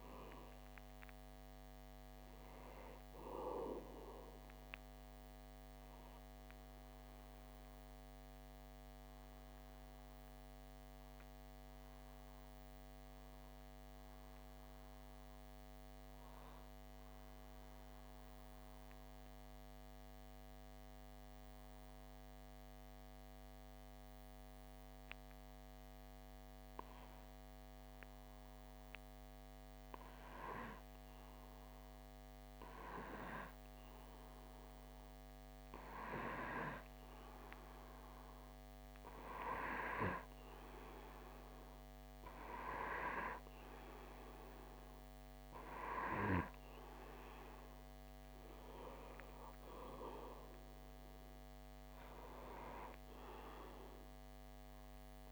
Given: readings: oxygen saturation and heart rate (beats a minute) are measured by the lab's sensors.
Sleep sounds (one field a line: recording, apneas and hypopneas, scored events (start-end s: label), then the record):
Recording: breathing in sleep by a microphone on the trachea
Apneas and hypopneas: 1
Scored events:
0.00-18.50 s: oxygen desaturation (device-marked, oxygen 93% lowest)
5.00-29.00 s: obstructive apnea (oxygen 97% before, 93% lowest)
30.50-35.00 s: arousal
31.50-53.50 s: oxygen desaturation (device-marked, oxygen 98% before, 93% lowest)
From the record:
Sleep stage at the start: N2 (light sleep)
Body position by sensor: on the back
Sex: male